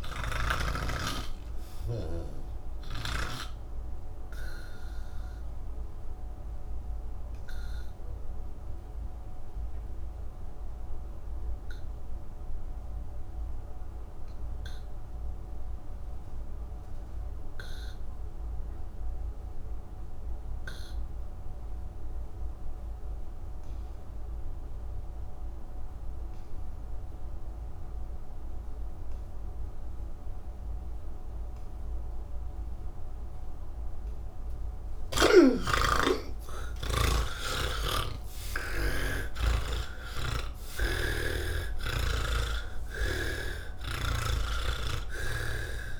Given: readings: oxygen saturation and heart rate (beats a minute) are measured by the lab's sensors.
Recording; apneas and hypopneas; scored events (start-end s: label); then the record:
breathing in sleep by a room microphone; 1
0.00-1.00 s: snoring (device-marked)
0.00-15.50 s: oxygen desaturation (device-marked, oxygen 78% lowest)
4.50-34.00 s: obstructive apnea (oxygen 98% before, 78% lowest)
26.50-45.99 s: oxygen desaturation (device-marked, oxygen 98% before, 78% lowest, heart rate 86 before, 85 extreme)
37.50-41.00 s: snoring (device-marked)
From the record:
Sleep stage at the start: N2 (light sleep); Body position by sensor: on the back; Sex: male